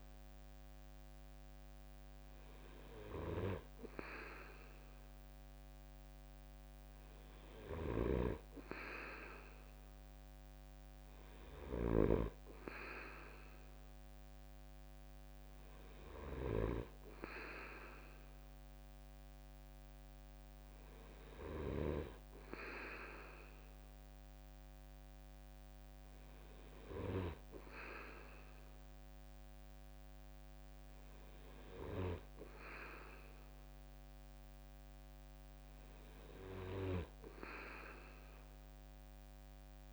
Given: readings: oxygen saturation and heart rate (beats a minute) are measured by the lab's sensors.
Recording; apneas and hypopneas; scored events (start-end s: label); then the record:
breathing in sleep by a microphone on the trachea; none
7.50-12.00 s: snoring (device-marked)
From the record:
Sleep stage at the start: N2 (light sleep); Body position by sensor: on the right side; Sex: male